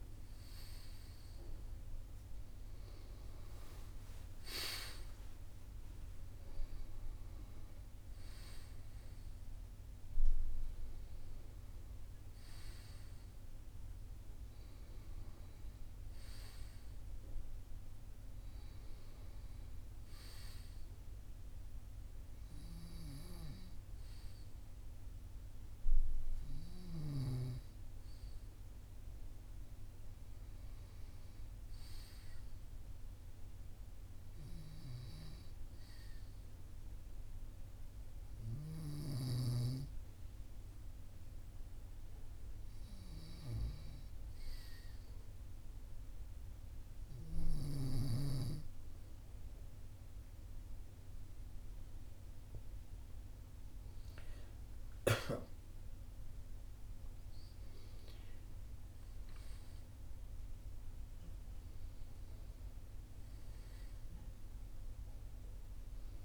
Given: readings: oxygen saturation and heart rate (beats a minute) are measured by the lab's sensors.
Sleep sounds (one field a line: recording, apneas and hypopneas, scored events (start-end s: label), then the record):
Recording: breathing in sleep by a room microphone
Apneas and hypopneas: none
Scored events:
55.00-60.00 s: arousal
From the record:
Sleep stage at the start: N2 (light sleep)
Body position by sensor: on the right side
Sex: male